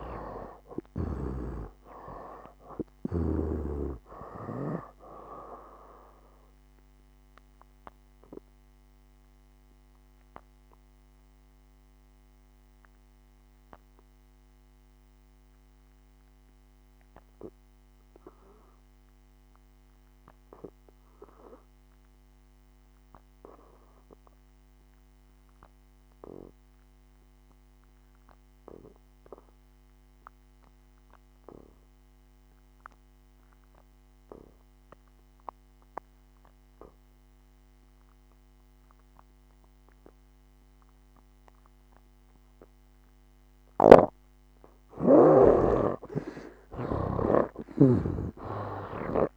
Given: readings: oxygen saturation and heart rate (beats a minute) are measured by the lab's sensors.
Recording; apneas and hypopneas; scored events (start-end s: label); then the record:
breathing in sleep by a microphone on the trachea; 1
0.00-1.50 s: snoring (device-marked)
0.00-29.50 s: oxygen desaturation (device-marked, oxygen 67% lowest, heart rate 58 extreme)
7.50-44.50 s: obstructive apnea (oxygen 96% before, 67% lowest, heart rate 74 before, 58 extreme, up 16 after)
39.50-45.50 s: oxygen desaturation (device-marked, oxygen 98% before, 89% lowest, heart rate 59 before, 59 extreme)
44.00-47.50 s: snoring (device-marked)
47.50-49.36 s: arousal
From the record:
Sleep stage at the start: N2 (light sleep); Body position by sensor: on the back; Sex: male